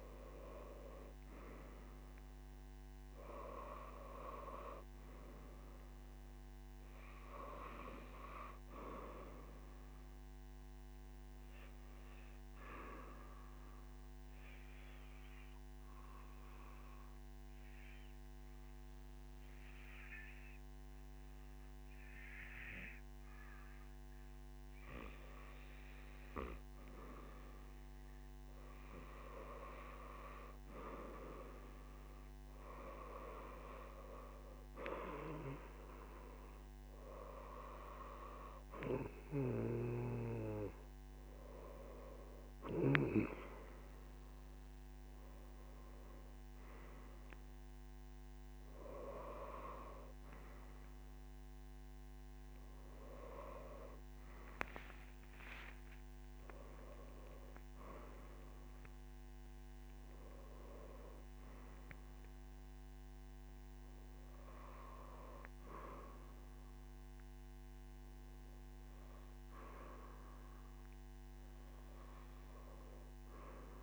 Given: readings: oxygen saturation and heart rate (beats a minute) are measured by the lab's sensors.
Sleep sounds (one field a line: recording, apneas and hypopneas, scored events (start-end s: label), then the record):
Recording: breathing in sleep by a microphone on the trachea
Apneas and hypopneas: 1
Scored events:
13.00-25.50 s: obstructive apnea (oxygen 95% before, 94% lowest, heart rate 65 before, 61 extreme)
46.50-56.50 s: oxygen desaturation (device-marked, oxygen 97% before, 94% lowest, heart rate 62 before, 64 extreme)
From the record:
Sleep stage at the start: N3 (deep sleep)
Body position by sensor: on the right side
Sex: male